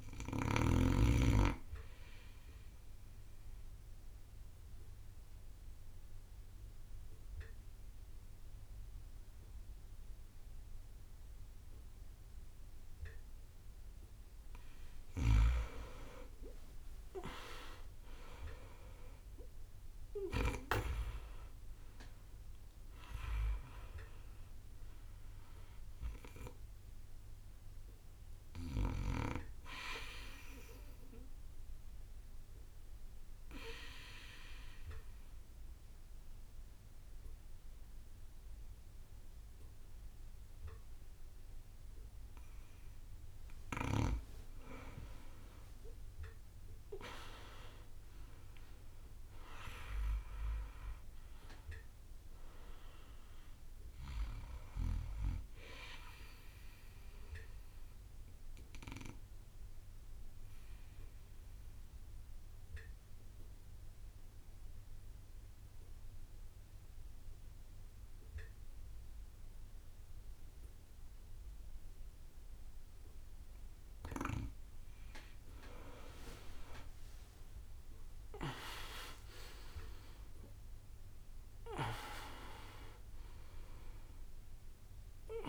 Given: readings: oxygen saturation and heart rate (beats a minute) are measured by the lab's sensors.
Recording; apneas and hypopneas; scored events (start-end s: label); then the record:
breathing in sleep by a room microphone; 3
0.00-1.00 s: snoring (device-marked)
3.00-15.50 s: obstructive apnea (oxygen 98% before, 93% lowest)
17.00-21.00 s: arousal
21.50-42.50 s: oxygen desaturation (device-marked, oxygen 98% before, 93% lowest)
33.50-44.50 s: obstructive apnea (oxygen 98% before, 93% lowest)
45.50-50.00 s: arousal
58.50-74.50 s: obstructive apnea (oxygen 99% before, 94% lowest)
75.50-79.50 s: arousal
79.50-85.49 s: oxygen desaturation (device-marked, oxygen 98% before, 94% lowest)
From the record:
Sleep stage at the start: N2 (light sleep); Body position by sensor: on the right side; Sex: male